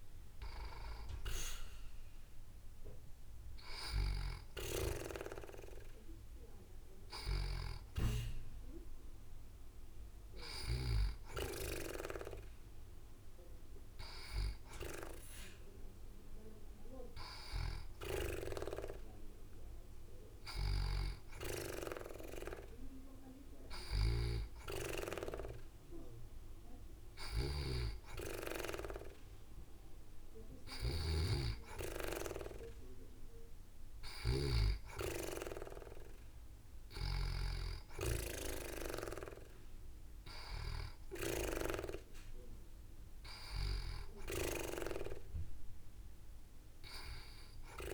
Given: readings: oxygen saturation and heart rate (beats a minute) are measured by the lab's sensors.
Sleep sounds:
breathing in sleep by a room microphone; none
3.00-20.00 s: oxygen desaturation (device-marked, oxygen 93% before, 89% lowest, heart rate 70 before, 67 extreme)
From the record:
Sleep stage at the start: N2 (light sleep); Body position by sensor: on the back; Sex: female

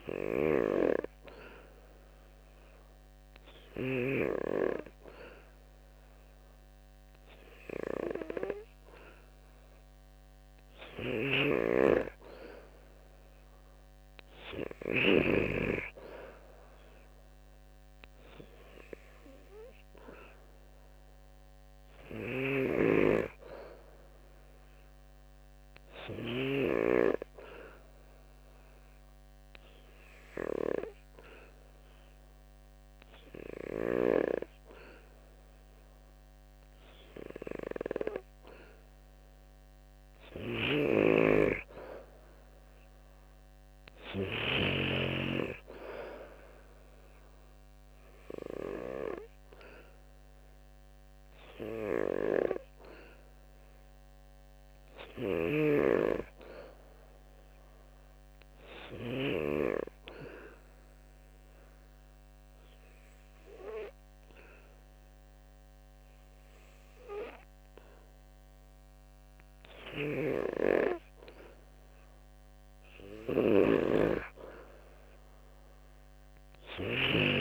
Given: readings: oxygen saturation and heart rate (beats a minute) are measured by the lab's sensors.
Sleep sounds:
breathing in sleep by a microphone on the trachea; 2
10.50-15.00 s: snoring (device-marked)
28.00-38.50 s: obstructive apnea (oxygen 92% before, 91% lowest, heart rate 74 before, 74 extreme, up 2 after)
40.50-44.50 s: snoring (device-marked)
41.50-45.50 s: arousal
60.00-70.00 s: obstructive apnea (oxygen 92% before, 89% lowest, heart rate 75 before, 70 extreme)
73.00-77.00 s: arousal
73.00-77.00 s: snoring (device-marked)
From the record:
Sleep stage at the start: N2 (light sleep); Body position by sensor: on the back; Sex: male

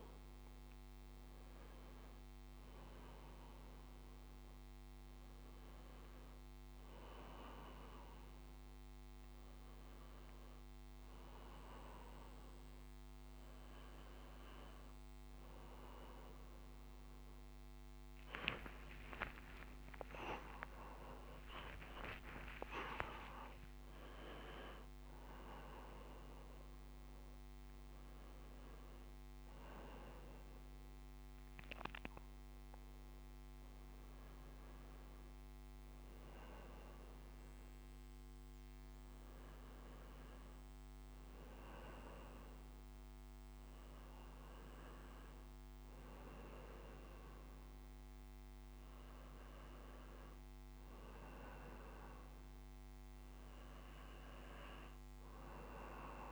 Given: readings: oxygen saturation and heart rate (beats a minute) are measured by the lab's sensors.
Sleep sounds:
a person partly awake in a sleep study, by a microphone on the trachea; none
19.00-56.32 s: new sleep stage, N1 (lightest sleep)
From the record:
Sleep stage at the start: awake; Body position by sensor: on the right side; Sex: male

